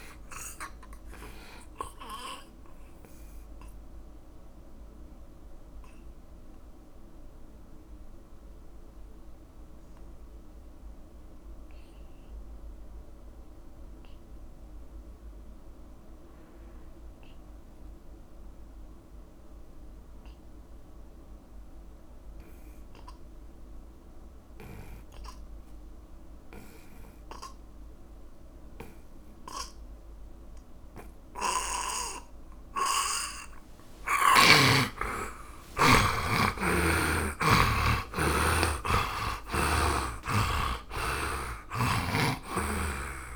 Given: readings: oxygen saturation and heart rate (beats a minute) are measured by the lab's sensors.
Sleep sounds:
breathing in sleep by a room microphone; 1
0.00-23.50 s: oxygen desaturation (device-marked, oxygen 78% lowest)
1.50-33.50 s: obstructive apnea (oxygen 100% before, 77% lowest)
28.50-43.36 s: oxygen desaturation (device-marked, oxygen 100% before, 90% lowest)
37.50-42.00 s: arousal
From the record:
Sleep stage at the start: N2 (light sleep); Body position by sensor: on the back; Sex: male

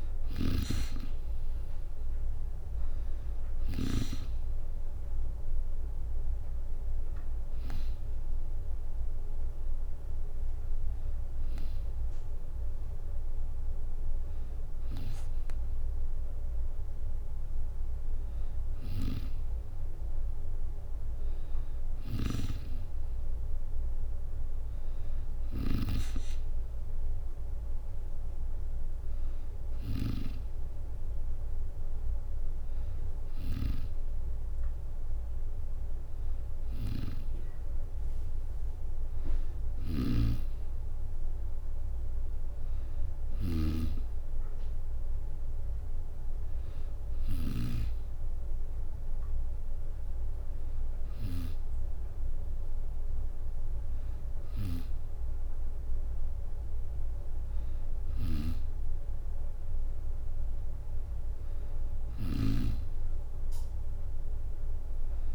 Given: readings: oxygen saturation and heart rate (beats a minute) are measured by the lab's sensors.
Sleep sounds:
breathing in sleep by a room microphone; none
0.00-3.50 s: snoring (device-marked)
0.00-11.00 s: oxygen desaturation (device-marked, oxygen 96% before, 92% lowest, heart rate 67 before, 67 extreme)
21.50-33.50 s: snoring (device-marked)
39.50-47.50 s: snoring (device-marked)
54.00-65.35 s: snoring (device-marked)
From the record:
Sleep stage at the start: N2 (light sleep); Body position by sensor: on the back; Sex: female

